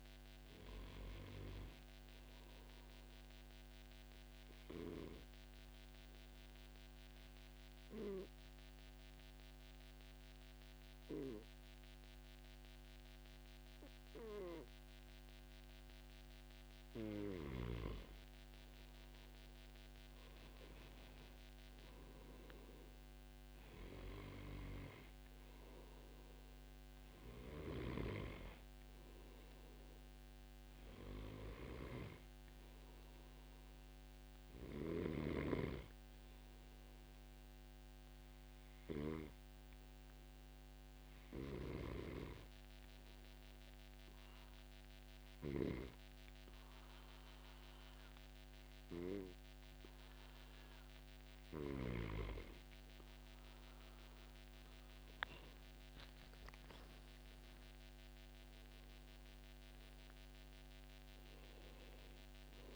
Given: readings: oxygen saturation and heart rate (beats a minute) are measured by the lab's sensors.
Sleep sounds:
breathing in sleep by a microphone on the trachea; 2
4.50-17.50 s: obstructive apnea (oxygen 96% before, 93% lowest, heart rate 138 before, 117 extreme, up 1 after)
20.50-24.00 s: arousal
36.00-52.00 s: hypopnea (oxygen 96% before, 93% lowest, heart rate 144 before, 109 extreme, up 19 after)
36.50-38.50 s: long interval between heartbeats (device-marked, heart rate 144 before, 135 extreme)
54.50-58.50 s: arousal
From the record:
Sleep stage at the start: N2 (light sleep); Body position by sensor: on the back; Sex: male

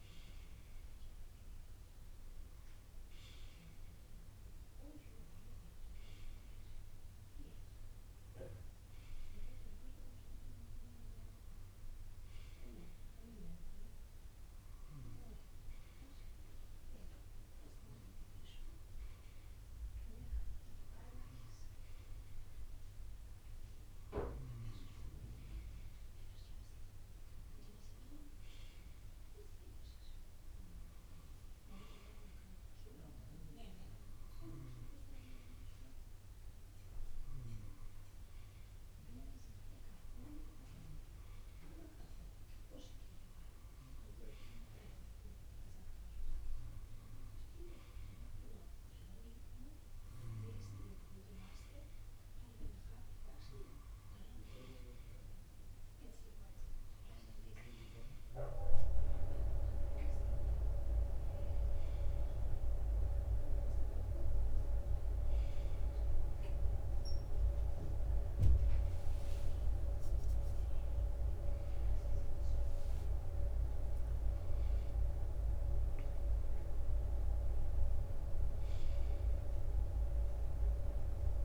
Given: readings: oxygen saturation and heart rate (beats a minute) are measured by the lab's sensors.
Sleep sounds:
a person partly awake in a sleep study, by a room microphone; none
52.00-81.45 s: new sleep stage, awake
56.00-64.00 s: bradycardia (device-marked, heart rate 65 before, 54 extreme)
67.00-78.00 s: drop in pulse transit time (device-marked, heart rate 61 before, 61 extreme)
69.50-71.50 s: long interval between heartbeats (device-marked, heart rate 61 before, 72 extreme)
From the record:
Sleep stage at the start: N2 (light sleep); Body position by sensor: on the right side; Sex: male

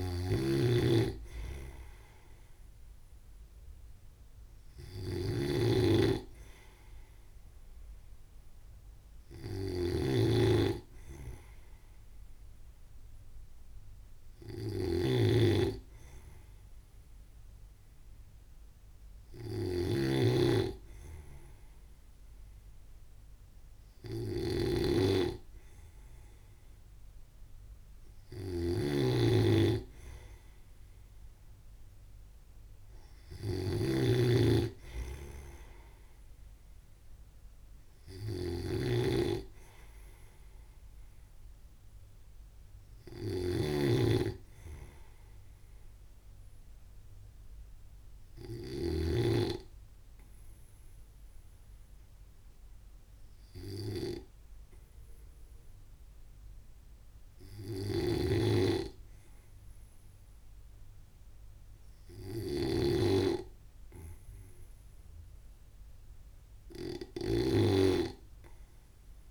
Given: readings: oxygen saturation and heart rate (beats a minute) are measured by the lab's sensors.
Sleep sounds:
breathing in sleep by a room microphone; none
0.00-49.50 s: snoring (device-marked)
58.50-69.31 s: snoring (device-marked)
From the record:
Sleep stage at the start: N2 (light sleep); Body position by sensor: on the right side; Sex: male

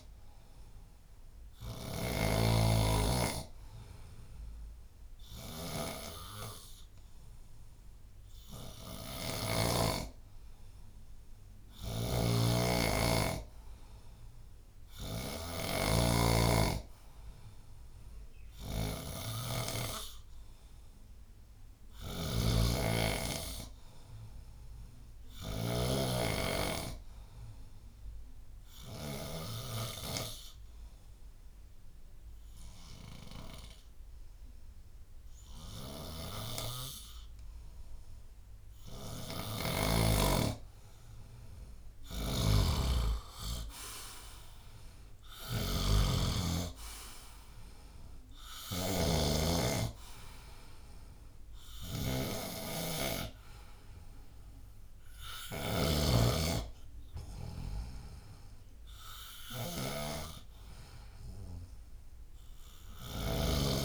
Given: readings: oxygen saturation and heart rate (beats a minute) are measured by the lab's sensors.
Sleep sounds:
breathing in sleep by a room microphone; 1
0.00-2.00 s: snoring (device-marked)
7.00-17.00 s: oxygen desaturation (device-marked, oxygen 97% before, 93% lowest, heart rate 77 before, 67 extreme)
11.50-29.50 s: snoring (device-marked)
28.00-40.50 s: obstructive apnea (oxygen 97% before, 92% lowest, heart rate 79 before, 67 extreme, up 28 after)
39.00-56.00 s: snoring (device-marked)
43.50-47.00 s: arousal
From the record:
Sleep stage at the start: N2 (light sleep); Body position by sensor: on the back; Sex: male

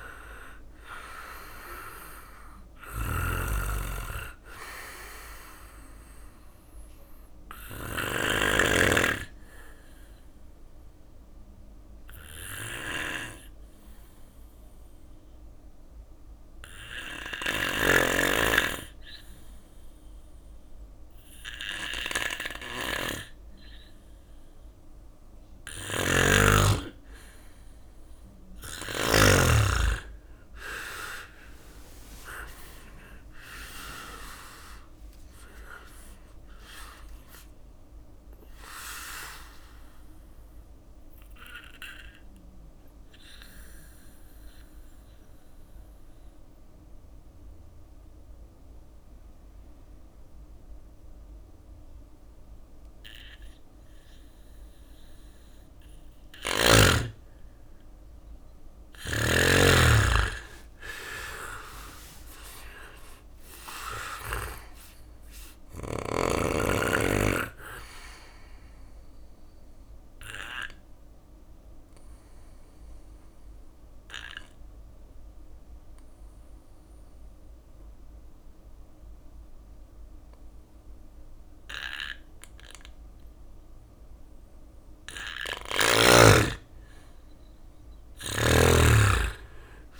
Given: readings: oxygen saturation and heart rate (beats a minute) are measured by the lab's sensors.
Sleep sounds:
breathing in sleep by a room microphone; 3
0.00-9.00 s: drop in pulse transit time (device-marked, heart rate 63 extreme)
2.00-7.50 s: snoring (device-marked)
3.00-19.00 s: oxygen desaturation (device-marked, oxygen 96% before, 90% lowest, heart rate 68 before, 62 extreme)
9.00-24.50 s: obstructive apnea (oxygen 96% before, 90% lowest, heart rate 68 before, 63 extreme, up 5 after)
16.50-28.50 s: snoring (device-marked)
27.50-30.50 s: arousal
31.00-43.00 s: drop in pulse transit time (device-marked, heart rate 66 before, 68 extreme)
33.00-53.00 s: oxygen desaturation (device-marked, oxygen 98% before, 91% lowest, heart rate 66 before, 62 extreme)
38.00-54.50 s: obstructive apnea (oxygen 98% before, 90% lowest, heart rate 68 before, 62 extreme, up 8 after)
56.50-59.00 s: arousal
60.00-72.00 s: drop in pulse transit time (device-marked, heart rate 65 before, 62 extreme)
61.00-83.00 s: oxygen desaturation (device-marked, oxygen 98% before, 90% lowest, heart rate 65 before, 62 extreme)
69.00-84.00 s: obstructive apnea (oxygen 98% before, 89% lowest, heart rate 66 before, 62 extreme, up 9 after)
86.50-89.00 s: arousal
From the record:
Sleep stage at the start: N2 (light sleep); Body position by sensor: on the back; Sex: male

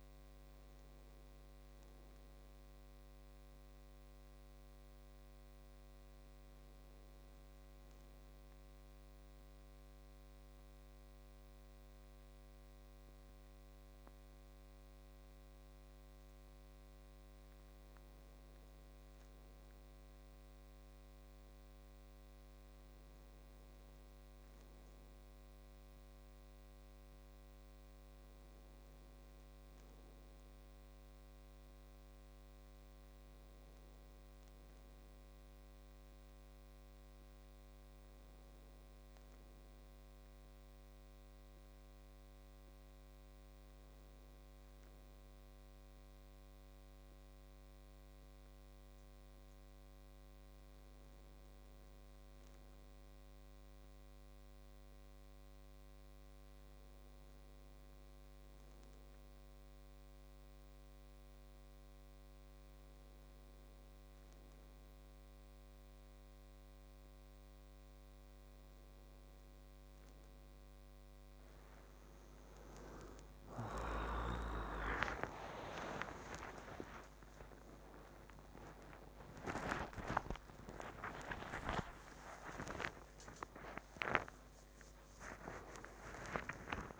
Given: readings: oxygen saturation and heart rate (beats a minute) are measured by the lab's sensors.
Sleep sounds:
breathing in sleep by a microphone on the trachea; 1
0.00-8.00 s: oxygen desaturation (device-marked, oxygen 94% lowest, heart rate 93 extreme)
8.00-18.00 s: central apnea (oxygen 99% before, 96% lowest, heart rate 112 before, 96 extreme)
19.00-22.00 s: arousal
27.00-87.00 s: new sleep stage, N1 (lightest sleep)
From the record:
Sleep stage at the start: N2 (light sleep); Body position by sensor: on the back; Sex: male

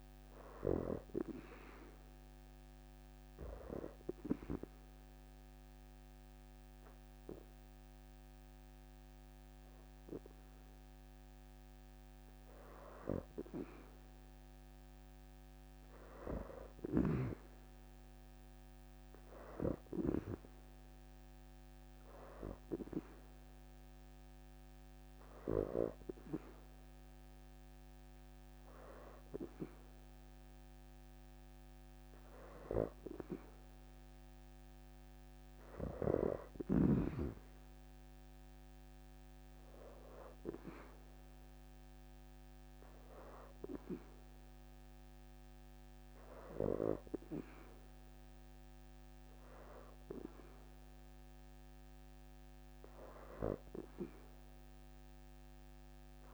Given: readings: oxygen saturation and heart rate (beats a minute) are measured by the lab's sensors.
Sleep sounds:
breathing in sleep by a microphone on the trachea; 3
2.00-13.00 s: obstructive apnea (oxygen 89% before, 80% lowest, heart rate 78 before, 69 extreme, up 1 after)
15.00-18.00 s: arousal
15.00-21.50 s: leg movement (device-marked)
21.50-32.50 s: hypopnea (oxygen 89% before, 80% lowest, heart rate 77 before, 79 extreme, up 7 after)
26.50-32.50 s: leg movement (device-marked)
30.50-40.50 s: oxygen desaturation (device-marked, oxygen 88% before, 80% lowest, heart rate 76 before, 79 extreme)
34.00-37.50 s: arousal
41.00-51.00 s: hypopnea (oxygen 88% before, 83% lowest, heart rate 78 before, 79 extreme, up 1 after)
From the record:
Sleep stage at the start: N2 (light sleep); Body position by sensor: on the back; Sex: female

